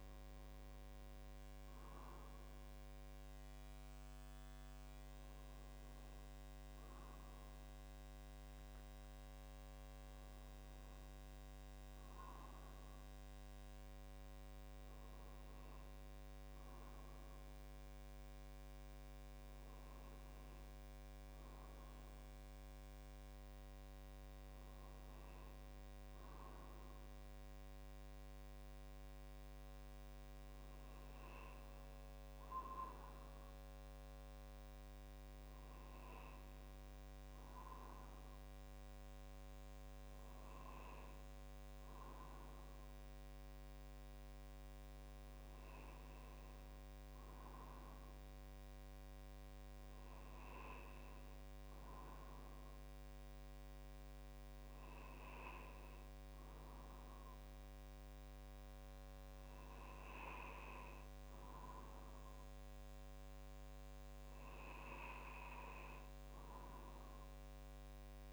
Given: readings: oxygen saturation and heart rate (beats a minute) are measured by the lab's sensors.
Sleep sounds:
breathing in sleep by a microphone on the trachea; none
2.50-68.33 s: new sleep stage, N2 (light sleep)
From the record:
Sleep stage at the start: N1 (lightest sleep); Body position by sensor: on the right side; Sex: male

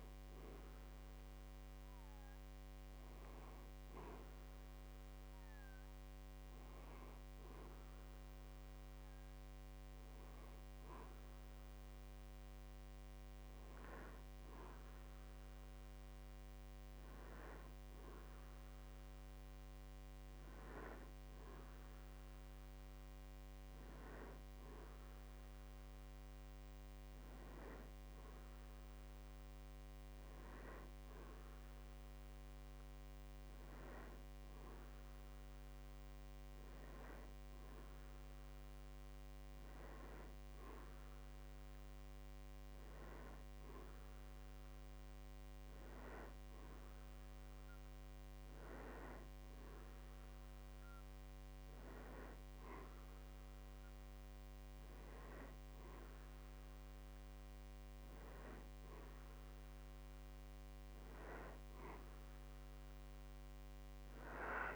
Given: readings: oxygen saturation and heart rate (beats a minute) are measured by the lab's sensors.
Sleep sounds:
breathing in sleep by a microphone on the trachea; none
none scored
From the record:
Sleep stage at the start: N2 (light sleep); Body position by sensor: on the back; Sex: male

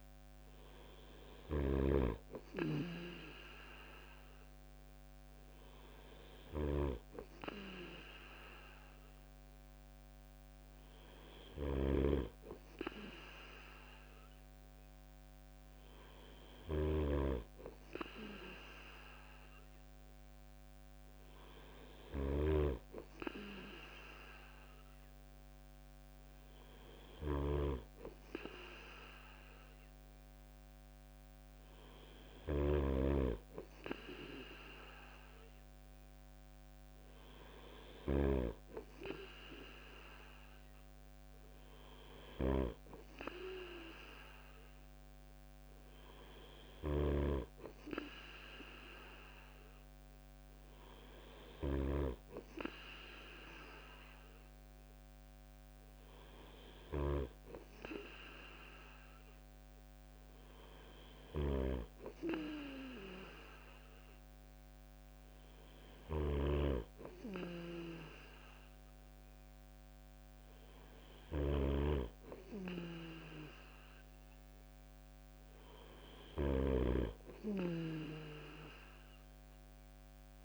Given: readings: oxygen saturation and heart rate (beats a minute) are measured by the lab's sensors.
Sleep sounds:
breathing in sleep by a microphone on the trachea; none
0.00-80.45 s: snoring (device-marked)
From the record:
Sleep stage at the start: N2 (light sleep); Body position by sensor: on the right side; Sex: male

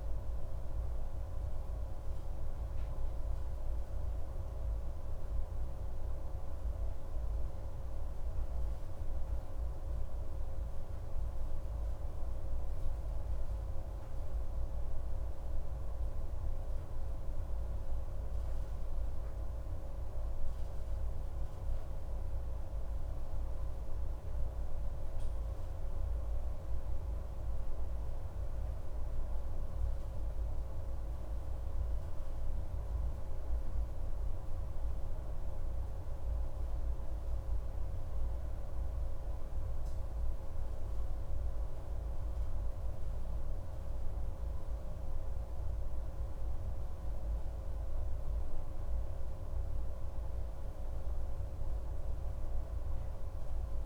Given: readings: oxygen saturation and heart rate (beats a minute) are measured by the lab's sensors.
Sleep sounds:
a person awake in a sleep study, hard to hear, by a room microphone; none
none scored
From the record:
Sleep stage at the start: awake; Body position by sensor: on the right side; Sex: male

